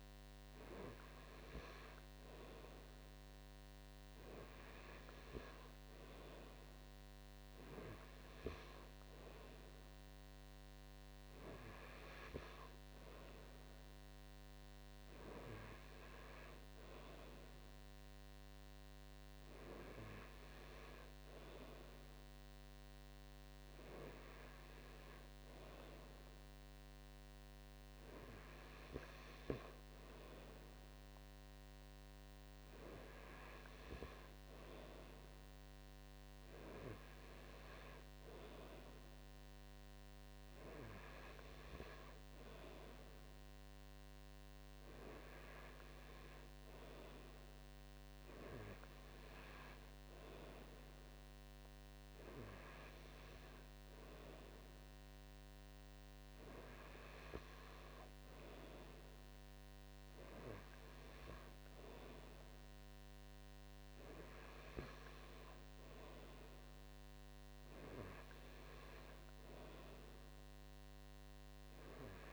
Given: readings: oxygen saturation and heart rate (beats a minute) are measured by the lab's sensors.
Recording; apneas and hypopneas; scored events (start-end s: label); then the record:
breathing in sleep by a microphone on the trachea; none
1.50-3.50 s: long interval between heartbeats (device-marked)
16.00-18.00 s: long interval between heartbeats (device-marked)
32.00-34.00 s: long interval between heartbeats (device-marked)
38.00-40.00 s: long interval between heartbeats (device-marked)
41.00-43.00 s: long interval between heartbeats (device-marked)
56.00-58.00 s: long interval between heartbeats (device-marked)
From the record:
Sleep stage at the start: N2 (light sleep); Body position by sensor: on the right side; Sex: male